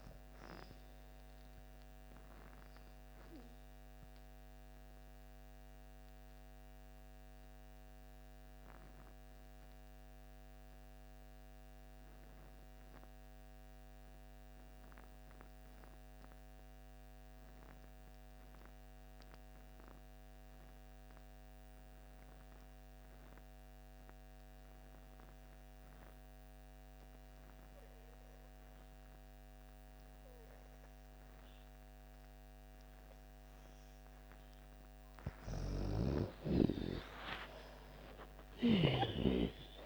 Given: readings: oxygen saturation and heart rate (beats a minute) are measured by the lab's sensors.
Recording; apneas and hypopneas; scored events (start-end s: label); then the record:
breathing in sleep by a microphone on the trachea; 1
0.00-20.00 s: oxygen desaturation (device-marked, oxygen 77% lowest)
3.00-34.00 s: mixed apnea (oxygen 98% before, 74% lowest)
22.00-39.86 s: oxygen desaturation (device-marked, oxygen 99% before, 74% lowest)
36.50-39.86 s: arousal
From the record:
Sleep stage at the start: N2 (light sleep); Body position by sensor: on the back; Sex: female